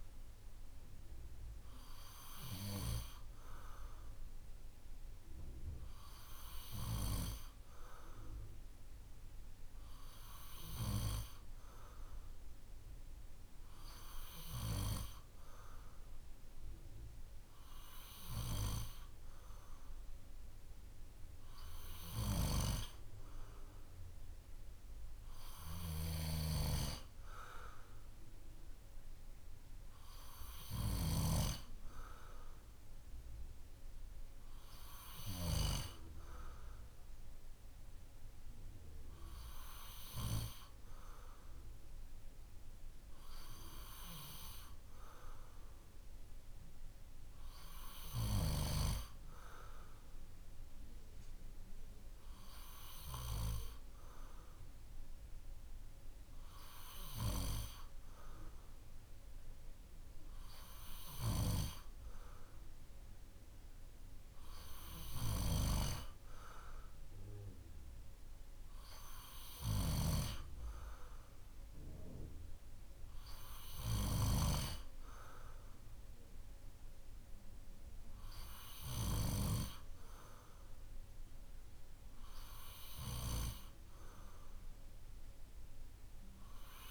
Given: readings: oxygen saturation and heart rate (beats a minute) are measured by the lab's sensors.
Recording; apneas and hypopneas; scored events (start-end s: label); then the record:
breathing in sleep by a room microphone; none
none scored
From the record:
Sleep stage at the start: N2 (light sleep); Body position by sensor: on the back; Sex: male